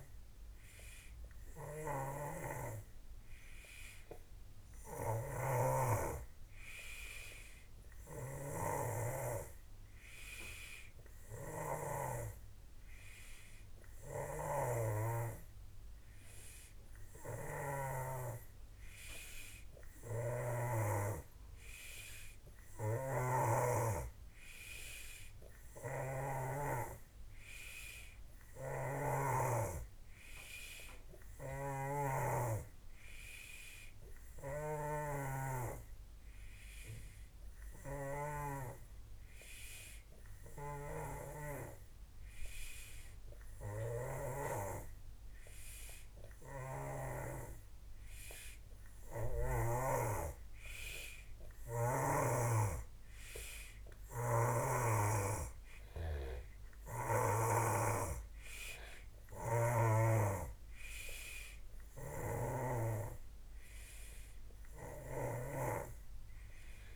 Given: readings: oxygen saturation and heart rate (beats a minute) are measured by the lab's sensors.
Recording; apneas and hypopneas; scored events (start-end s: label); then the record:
breathing in sleep by a room microphone; none
1.50-12.00 s: snoring (device-marked)
14.00-18.00 s: snoring (device-marked)
20.00-23.50 s: snoring (device-marked)
25.50-44.50 s: snoring (device-marked)
54.00-57.50 s: snoring (device-marked)
62.00-66.96 s: snoring (device-marked)
From the record:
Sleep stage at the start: N3 (deep sleep); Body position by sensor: on the back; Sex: male